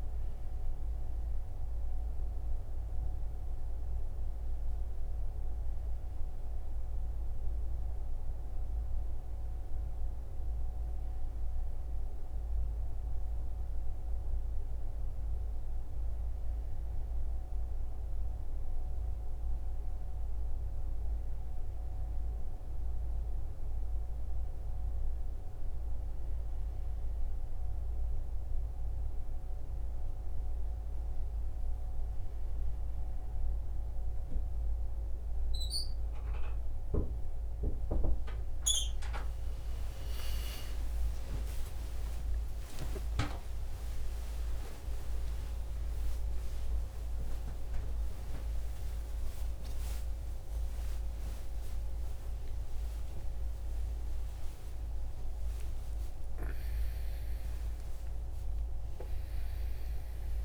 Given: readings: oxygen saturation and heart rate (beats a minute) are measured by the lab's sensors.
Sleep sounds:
a person awake in a sleep study, by a room microphone; none
29.00-60.45 s: new sleep stage, awake
From the record:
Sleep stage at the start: N1 (lightest sleep); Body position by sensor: on the right side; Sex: male

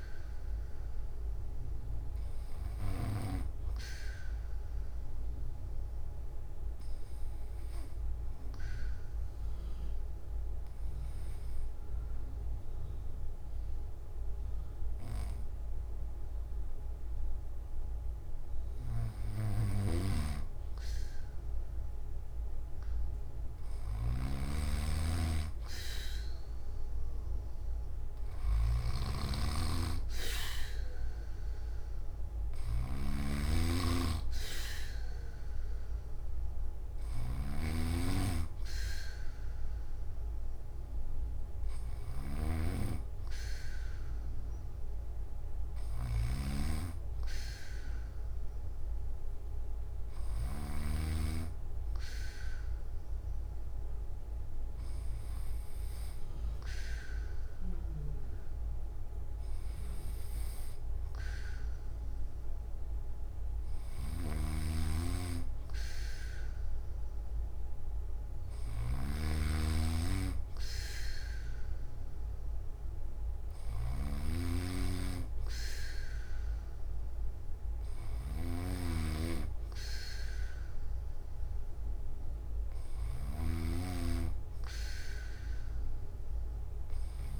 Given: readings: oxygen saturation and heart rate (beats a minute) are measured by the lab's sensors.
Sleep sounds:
breathing in sleep by a room microphone; 1
0.00-14.00 s: oxygen desaturation (device-marked, oxygen 94% lowest)
3.00-19.50 s: hypopnea (oxygen 99% before, 94% lowest)
8.00-87.40 s: new sleep stage, N1 (lightest sleep)
19.50-51.00 s: snoring (device-marked)
31.00-50.00 s: oxygen desaturation (device-marked, oxygen 98% before, 94% lowest)
63.50-87.40 s: snoring (device-marked)
From the record:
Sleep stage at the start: N3 (deep sleep); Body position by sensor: on the back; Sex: male

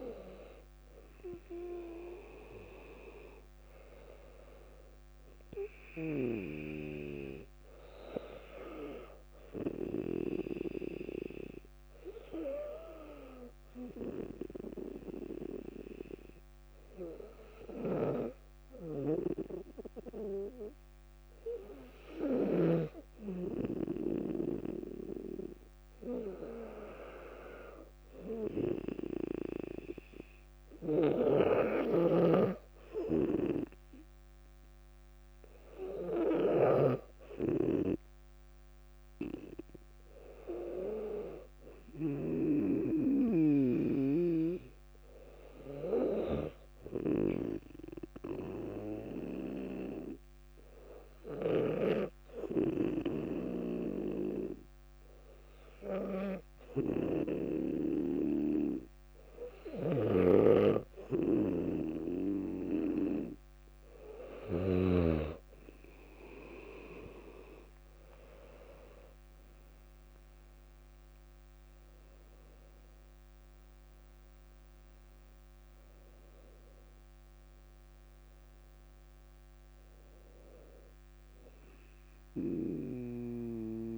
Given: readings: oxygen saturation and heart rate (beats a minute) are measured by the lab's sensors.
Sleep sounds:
breathing in sleep by a microphone on the trachea; 2
13.00-25.50 s: obstructive apnea (oxygen 99% before, 97% lowest, heart rate 62 before, 58 extreme, up 3 after)
28.00-31.50 s: arousal
32.00-37.00 s: snoring (device-marked)
48.00-60.00 s: obstructive apnea (oxygen 99% before, 97% lowest, heart rate 62 before, 57 extreme, up 2 after)
59.50-65.00 s: snoring (device-marked)
68.00-83.98 s: new sleep stage, awake
From the record:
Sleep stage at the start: N2 (light sleep); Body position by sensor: on the back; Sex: female

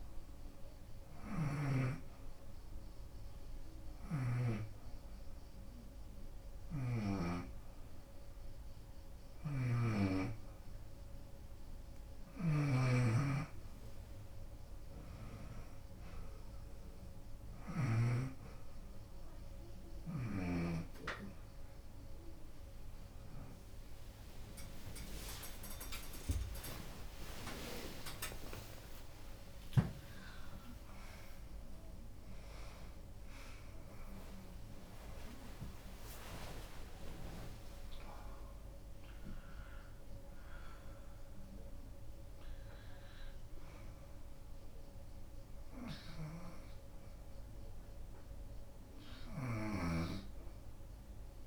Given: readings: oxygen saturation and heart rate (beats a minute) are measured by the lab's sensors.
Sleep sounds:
a person awake in a sleep study, by a room microphone; none
10.50-40.50 s: new sleep stage, awake
18.50-27.50 s: drop in pulse transit time (device-marked, heart rate 87 before, 90 extreme)
21.50-33.50 s: oxygen desaturation (device-marked, oxygen 92% before, 89% lowest, heart rate 88 before, 85 extreme)
26.50-28.50 s: long interval between heartbeats (device-marked, heart rate 89 before, 108 extreme)
30.50-32.50 s: long interval between heartbeats (device-marked, heart rate 93 before, 109 extreme)
36.50-38.50 s: long interval between heartbeats (device-marked, heart rate 98 before, 115 extreme)
40.50-51.47 s: new sleep stage, N1 (lightest sleep)
From the record:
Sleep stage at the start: N2 (light sleep); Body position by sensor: on the back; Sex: female

